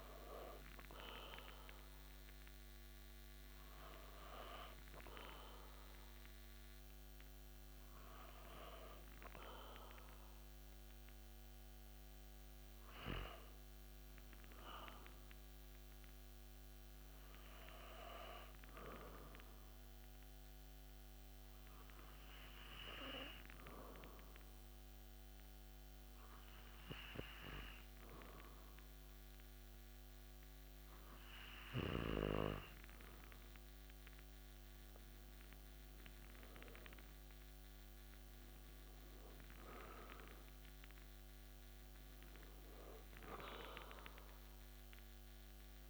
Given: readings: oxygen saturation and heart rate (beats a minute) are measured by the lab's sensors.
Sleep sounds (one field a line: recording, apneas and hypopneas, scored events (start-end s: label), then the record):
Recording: breathing in sleep by a microphone on the trachea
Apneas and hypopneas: 1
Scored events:
20.00-33.50 s: hypopnea (oxygen 98% before, 95% lowest)
35.50-39.00 s: arousal
From the record:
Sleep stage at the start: N2 (light sleep)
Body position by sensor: on the back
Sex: male